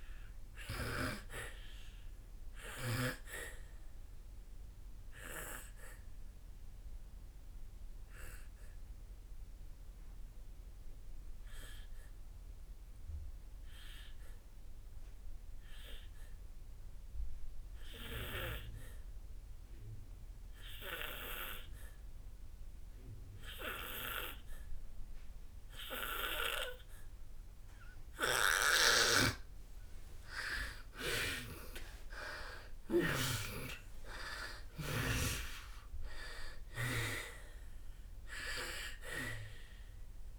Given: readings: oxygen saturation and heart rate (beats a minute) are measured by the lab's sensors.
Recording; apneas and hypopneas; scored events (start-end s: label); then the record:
breathing in sleep by a room microphone; 1
0.00-28.50 s: oxygen desaturation (device-marked, oxygen 86% lowest, heart rate 55 extreme)
4.00-30.00 s: obstructive apnea (oxygen 99% before, 86% lowest, heart rate 62 before, 55 extreme, up 10 after)
31.00-35.50 s: arousal
From the record:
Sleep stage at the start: N2 (light sleep); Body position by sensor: on the back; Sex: female